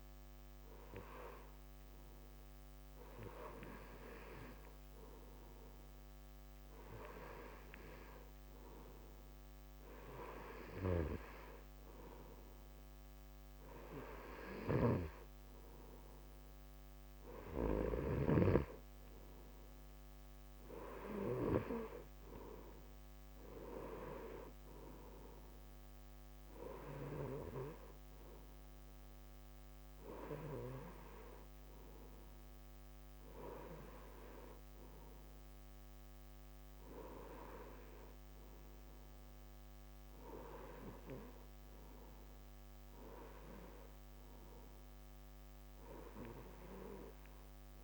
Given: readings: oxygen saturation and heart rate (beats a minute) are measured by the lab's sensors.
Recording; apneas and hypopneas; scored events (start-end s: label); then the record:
breathing in sleep by a microphone on the trachea; none
none scored
From the record:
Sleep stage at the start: N2 (light sleep); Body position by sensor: on the right side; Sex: male